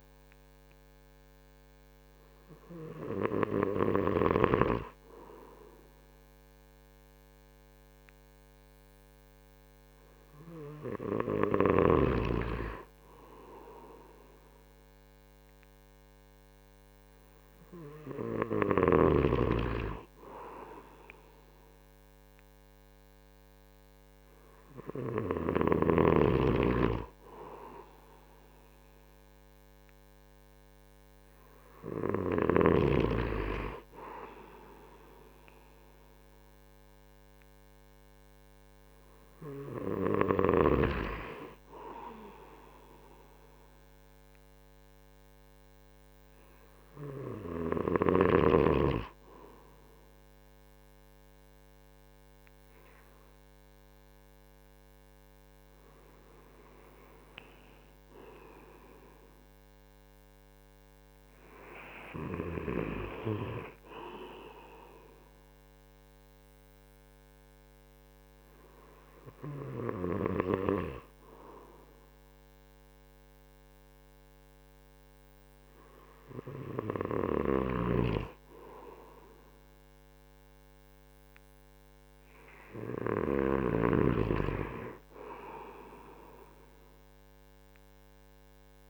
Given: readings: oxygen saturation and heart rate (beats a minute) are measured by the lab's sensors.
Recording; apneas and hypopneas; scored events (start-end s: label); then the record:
breathing in sleep by a microphone on the trachea; none
72.50-88.90 s: new sleep stage, N2 (light sleep)
77.50-84.00 s: snoring (device-marked)
From the record:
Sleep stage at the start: N3 (deep sleep); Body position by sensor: on the right side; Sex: male